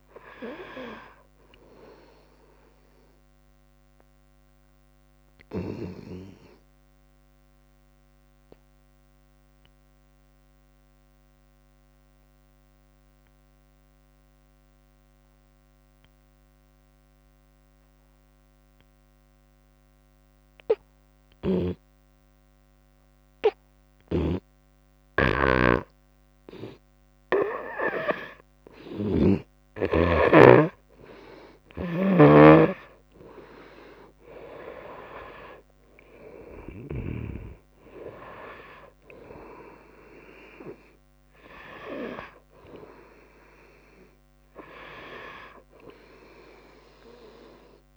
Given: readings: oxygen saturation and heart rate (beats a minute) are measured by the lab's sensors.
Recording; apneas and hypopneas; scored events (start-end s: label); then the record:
breathing in sleep by a microphone on the trachea; 1
0.00-2.00 s: oxygen desaturation (device-marked, oxygen 88% lowest, heart rate 66 extreme)
2.50-23.50 s: obstructive apnea (oxygen 96% before, 85% lowest, heart rate 71 before, 68 extreme, up 5 after)
7.50-9.50 s: long interval between heartbeats (device-marked, heart rate 69 before, 75 extreme)
22.00-47.97 s: oxygen desaturation (device-marked, oxygen 96% before, 85% lowest, heart rate 73 before, 62 extreme)
24.00-37.50 s: snoring (device-marked)
25.50-29.50 s: arousal
From the record:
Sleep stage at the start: N2 (light sleep); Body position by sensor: on the front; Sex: female